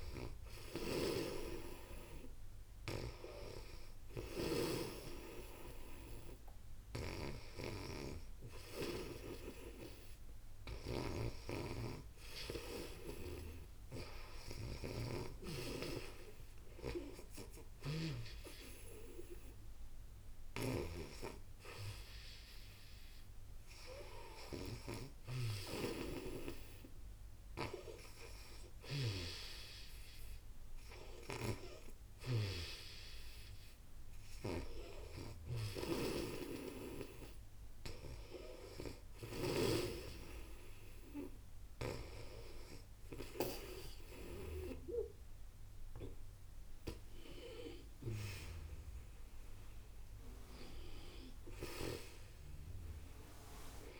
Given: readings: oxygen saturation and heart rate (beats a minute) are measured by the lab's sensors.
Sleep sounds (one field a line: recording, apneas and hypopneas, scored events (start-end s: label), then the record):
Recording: breathing in sleep by a room microphone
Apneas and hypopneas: none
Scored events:
0.00-4.50 s: snoring (device-marked)
6.50-18.00 s: snoring (device-marked)
15.00-19.50 s: arousal
20.00-39.50 s: snoring (device-marked)
45.50-54.00 s: new sleep stage, N1 (lightest sleep)
47.00-53.50 s: arousal
From the record:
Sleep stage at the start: N2 (light sleep)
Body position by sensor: on the back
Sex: female